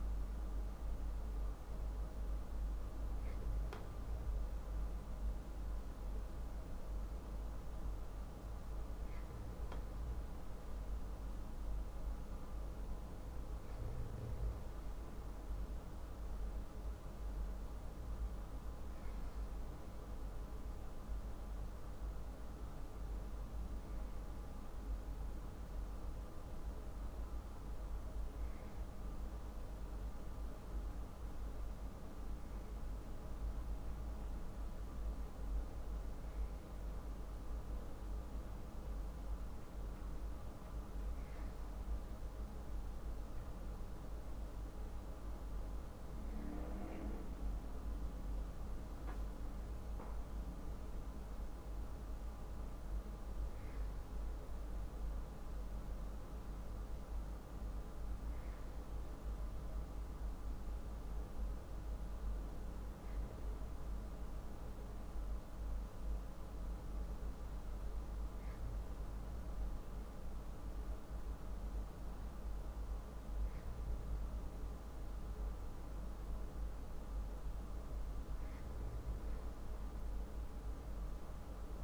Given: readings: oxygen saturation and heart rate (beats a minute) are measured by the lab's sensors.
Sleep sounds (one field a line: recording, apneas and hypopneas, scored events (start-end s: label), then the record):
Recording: breathing in sleep, hard to hear, by a room microphone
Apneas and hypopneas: none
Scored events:
none scored
From the record:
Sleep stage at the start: REM sleep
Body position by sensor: on the back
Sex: male